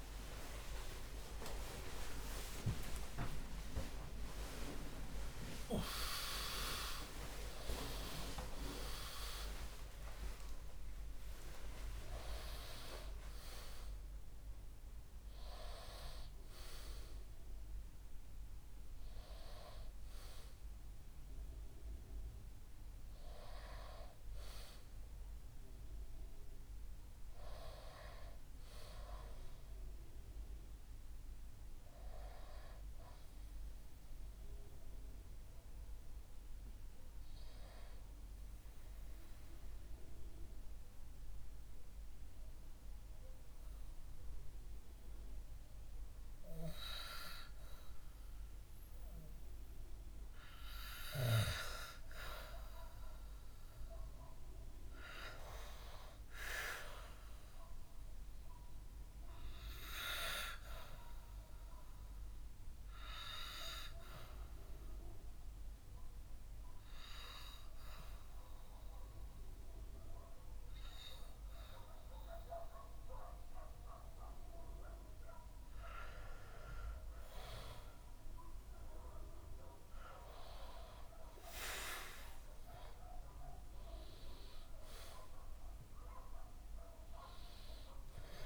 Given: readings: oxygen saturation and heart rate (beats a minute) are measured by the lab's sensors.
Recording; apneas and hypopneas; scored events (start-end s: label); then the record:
breathing in sleep by a room microphone; 2
0.00-3.50 s: arousal
0.00-10.50 s: oxygen desaturation (device-marked, oxygen 88% lowest, heart rate 59 extreme)
7.50-88.46 s: new sleep stage, N1 (lightest sleep)
12.50-31.50 s: oxygen desaturation (device-marked, oxygen 92% before, 82% lowest, heart rate 128 before, 65 extreme)
37.00-50.50 s: mixed apnea (oxygen 100% before, 94% lowest, heart rate 79 before, 62 extreme, up 0 after)
51.50-73.50 s: oxygen desaturation (device-marked, oxygen 99% before, 94% lowest, heart rate 69 before, 62 extreme)
52.50-56.50 s: arousal
61.50-77.00 s: obstructive apnea (oxygen 100% before, 94% lowest, heart rate 66 before, 62 extreme, up 4 after)
79.00-84.00 s: arousal
From the record:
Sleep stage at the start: REM sleep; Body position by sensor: on the back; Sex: male